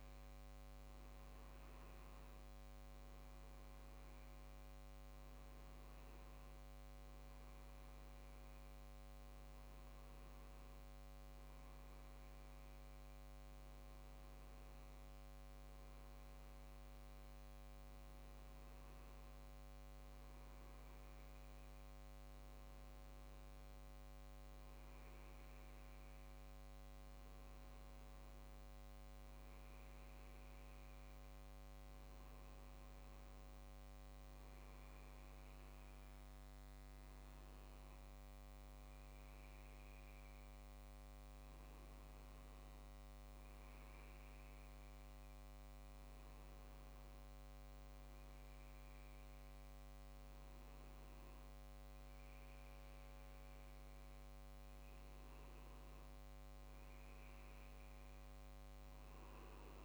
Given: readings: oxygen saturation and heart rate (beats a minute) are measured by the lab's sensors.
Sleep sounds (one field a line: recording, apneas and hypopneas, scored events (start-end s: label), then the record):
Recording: breathing in sleep, hard to hear, by a microphone on the trachea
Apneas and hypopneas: none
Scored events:
none scored
From the record:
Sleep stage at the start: N2 (light sleep)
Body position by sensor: on the back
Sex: male